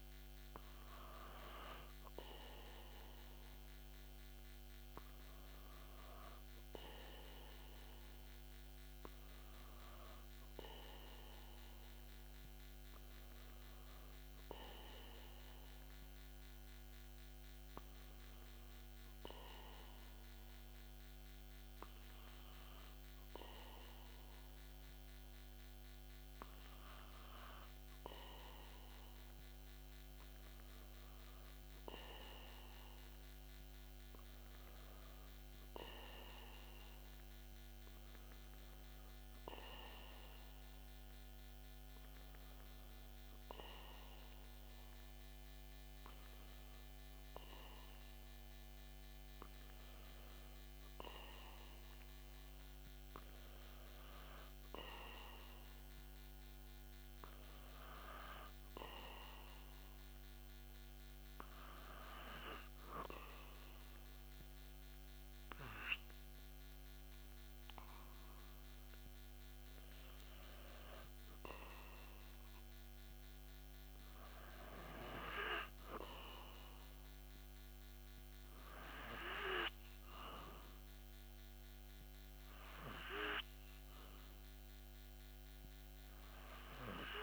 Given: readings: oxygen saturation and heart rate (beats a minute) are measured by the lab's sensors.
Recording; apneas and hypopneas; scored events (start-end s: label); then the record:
breathing in sleep by a microphone on the trachea; 2
18.50-28.50 s: hypopnea (oxygen 96% before, 94% lowest)
32.00-35.00 s: arousal
41.00-52.50 s: hypopnea (oxygen 96% before, 94% lowest)
55.50-59.00 s: arousal
From the record:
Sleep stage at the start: N2 (light sleep); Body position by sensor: on the back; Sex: male